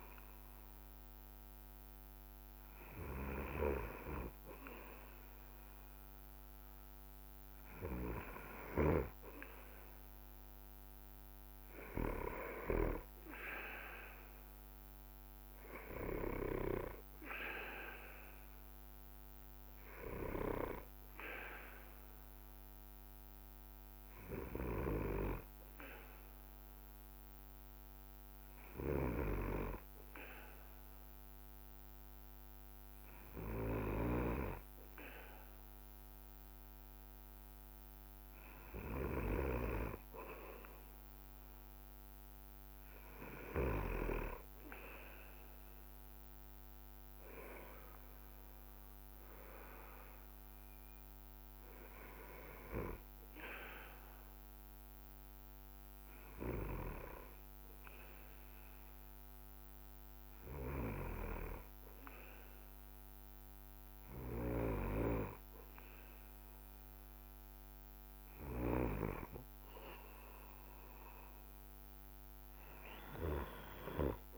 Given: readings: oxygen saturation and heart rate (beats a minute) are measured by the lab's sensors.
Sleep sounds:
breathing in sleep by a microphone on the trachea; none
8.50-13.00 s: snoring (device-marked)
24.50-44.00 s: snoring (device-marked)
61.00-69.00 s: snoring (device-marked)
From the record:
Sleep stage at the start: N2 (light sleep); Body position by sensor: on the back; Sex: male

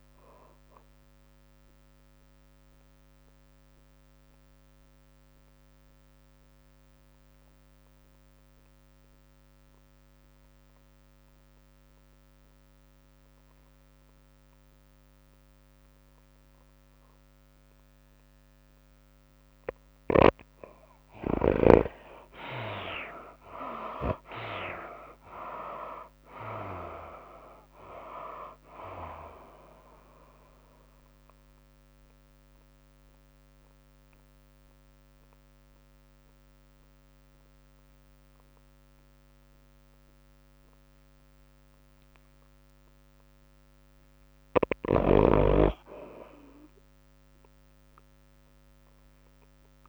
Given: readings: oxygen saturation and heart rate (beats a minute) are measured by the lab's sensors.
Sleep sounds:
breathing in sleep by a microphone on the trachea; 2
0.00-11.00 s: drop in pulse transit time (device-marked, heart rate 108 extreme)
0.00-12.00 s: oxygen desaturation (device-marked, oxygen 58% lowest, heart rate 105 extreme)
0.00-49.89 s: tachycardia (device-marked, heart rate 122 extreme)
1.50-20.00 s: mixed apnea (oxygen 70% before, 58% lowest, heart rate 101 before, 105 extreme, up 17 after)
14.00-39.00 s: oxygen desaturation (device-marked, oxygen 97% before, 64% lowest, heart rate 111 before, 105 extreme)
21.50-26.00 s: arousal
23.00-25.00 s: long interval between heartbeats (device-marked, heart rate 110 before, 116 extreme)
26.00-39.00 s: drop in pulse transit time (device-marked, heart rate 110 before, 113 extreme)
30.50-43.00 s: mixed apnea (oxygen 97% before, 54% lowest, heart rate 111 before, 102 extreme)
44.00-48.00 s: arousal
44.00-49.89 s: oxygen desaturation (device-marked, oxygen 98% before, 74% lowest, heart rate 115 before, 90 extreme)
From the record:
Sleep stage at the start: REM sleep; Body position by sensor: on the back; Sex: female

